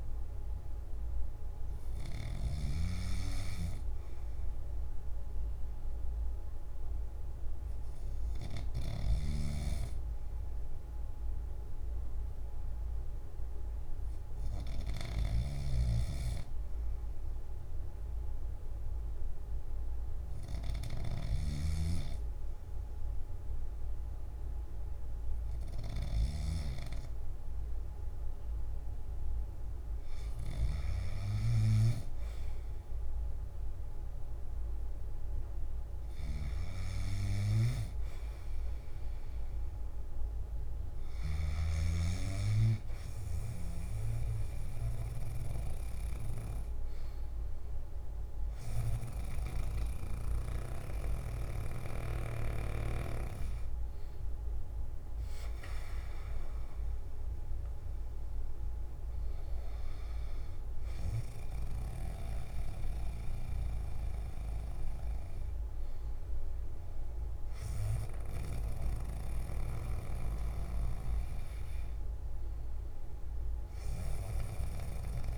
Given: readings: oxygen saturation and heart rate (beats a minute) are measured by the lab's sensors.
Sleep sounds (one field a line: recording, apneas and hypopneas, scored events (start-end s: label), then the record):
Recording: breathing in sleep by a room microphone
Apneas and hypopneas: 1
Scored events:
15.50-26.50 s: snoring (device-marked)
17.00-29.50 s: hypopnea (oxygen 95% before, 92% lowest, heart rate 68 before, 63 extreme, up 2 after)
49.00-52.50 s: snoring (device-marked)
69.00-75.38 s: snoring (device-marked)
From the record:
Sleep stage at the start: N2 (light sleep)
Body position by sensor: on the back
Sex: male